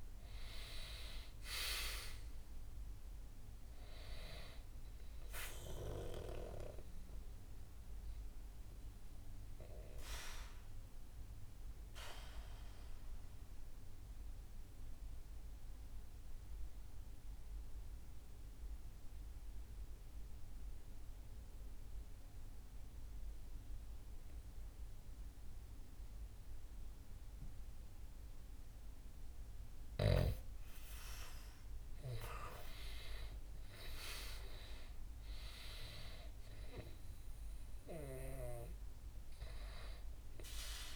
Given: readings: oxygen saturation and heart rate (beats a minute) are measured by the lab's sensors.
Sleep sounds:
breathing in sleep by a room microphone; 1
0.00-2.00 s: arousal
0.00-21.50 s: oxygen desaturation (device-marked, oxygen 92% lowest, heart rate 63 extreme)
7.50-30.50 s: obstructive apnea (oxygen 98% before, 92% lowest, heart rate 69 before, 63 extreme, up 4 after)
32.50-36.50 s: arousal
36.50-40.96 s: oxygen desaturation (device-marked, oxygen 98% before, 93% lowest, heart rate 66 before, 62 extreme)
From the record:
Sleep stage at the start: N2 (light sleep); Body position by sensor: on the back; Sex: male

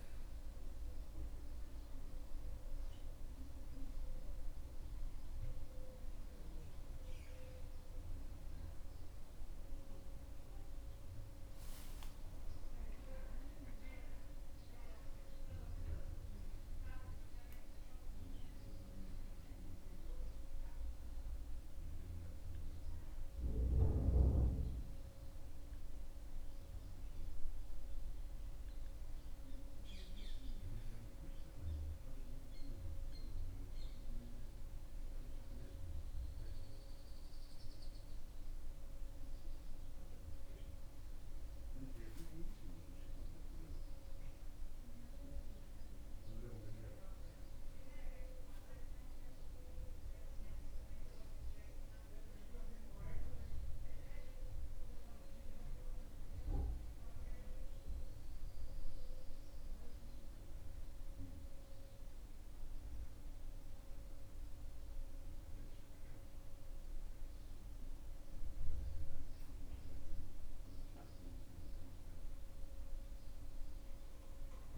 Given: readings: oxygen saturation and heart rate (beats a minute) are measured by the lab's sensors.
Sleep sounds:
a person awake in a sleep study, hard to hear, by a room microphone; none
none scored
From the record:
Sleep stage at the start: awake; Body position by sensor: on the back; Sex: male

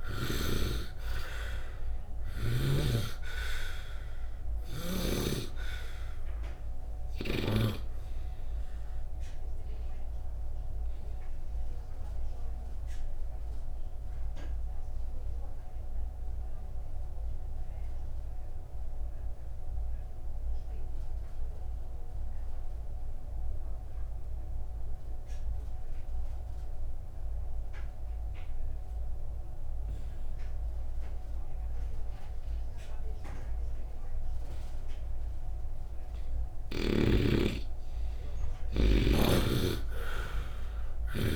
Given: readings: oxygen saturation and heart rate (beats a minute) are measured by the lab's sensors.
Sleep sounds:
breathing in sleep by a room microphone; 1
0.00-2.50 s: snoring (device-marked)
3.00-32.00 s: oxygen desaturation (device-marked, oxygen 92% before, 78% lowest, heart rate 58 before, 57 extreme)
8.50-36.50 s: obstructive apnea (oxygen 96% before, 78% lowest, heart rate 59 before, 57 extreme, up 10 after)
35.50-37.50 s: long interval between heartbeats (device-marked, heart rate 68 before, 69 extreme)
38.50-41.36 s: arousal
From the record:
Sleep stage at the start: N2 (light sleep); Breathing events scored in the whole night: 244 in 3.0 hours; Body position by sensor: on the right side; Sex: male

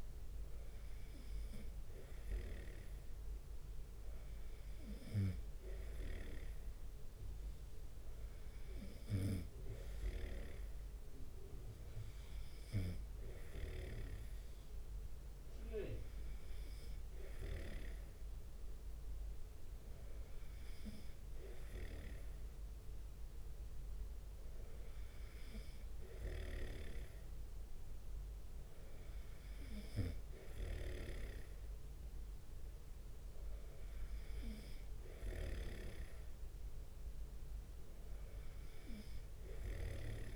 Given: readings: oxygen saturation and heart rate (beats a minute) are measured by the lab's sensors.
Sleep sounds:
breathing in sleep by a room microphone; none
5.50-13.50 s: snoring (device-marked)
26.50-40.36 s: snoring (device-marked)
From the record:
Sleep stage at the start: N2 (light sleep); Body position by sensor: on the right side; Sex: male

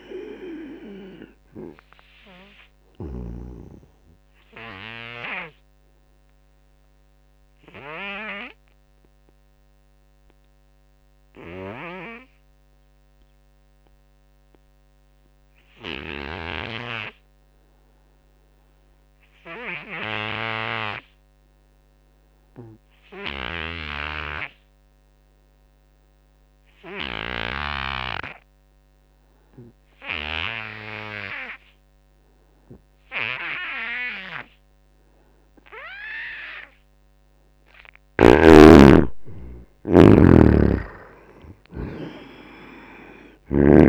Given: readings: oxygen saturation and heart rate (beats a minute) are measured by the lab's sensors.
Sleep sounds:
breathing in sleep by a microphone on the trachea; 1
0.00-3.00 s: snoring (device-marked)
0.00-14.00 s: oxygen desaturation (device-marked, oxygen 76% lowest, heart rate 74 extreme)
3.50-36.50 s: obstructive apnea (oxygen 98% before, 74% lowest, heart rate 82 before, 74 extreme, up 9 after)
26.00-43.89 s: oxygen desaturation (device-marked, oxygen 98% before, 75% lowest, heart rate 84 before, 74 extreme)
37.50-40.50 s: arousal
From the record:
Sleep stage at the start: N2 (light sleep); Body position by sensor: on the front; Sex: male

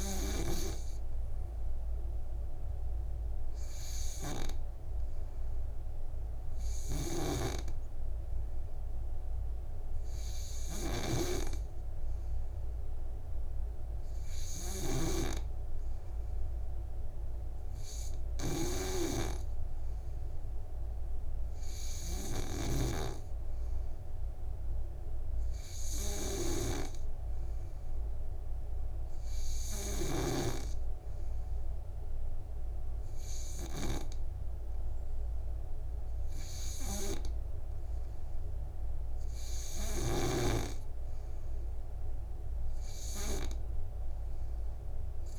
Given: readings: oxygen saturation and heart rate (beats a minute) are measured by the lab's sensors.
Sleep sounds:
breathing in sleep by a room microphone; none
7.50-23.50 s: snoring (device-marked)
From the record:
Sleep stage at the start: N3 (deep sleep); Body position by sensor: on the back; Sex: male

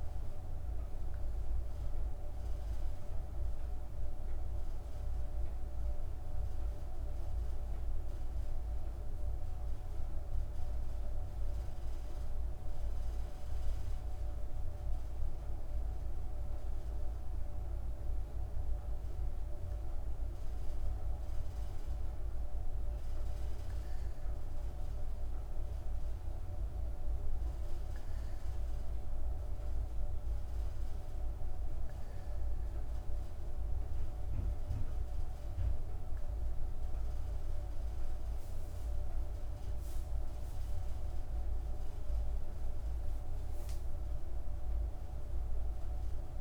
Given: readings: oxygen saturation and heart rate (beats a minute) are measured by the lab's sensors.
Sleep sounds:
breathing in sleep, hard to hear, by a room microphone; 1
21.50-37.00 s: hypopnea (oxygen 96% before, 95% lowest)
40.00-44.00 s: arousal
From the record:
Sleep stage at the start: N2 (light sleep); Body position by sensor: on the back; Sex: female

